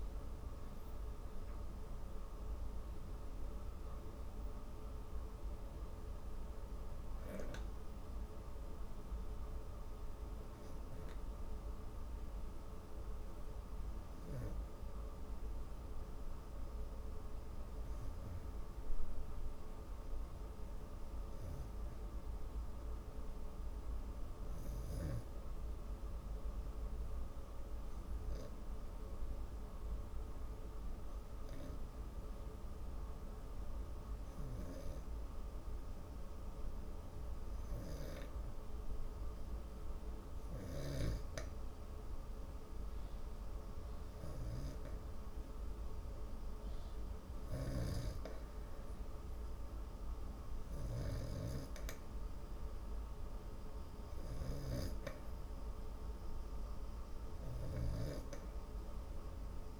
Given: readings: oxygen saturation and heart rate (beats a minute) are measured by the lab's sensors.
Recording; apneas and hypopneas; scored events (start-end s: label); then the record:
breathing in sleep by a room microphone; 1
0.00-1.50 s: arousal
23.00-39.00 s: obstructive apnea (oxygen 99% before, 94% lowest)
42.50-46.50 s: arousal
From the record:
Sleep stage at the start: N2 (light sleep); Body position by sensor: on the back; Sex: female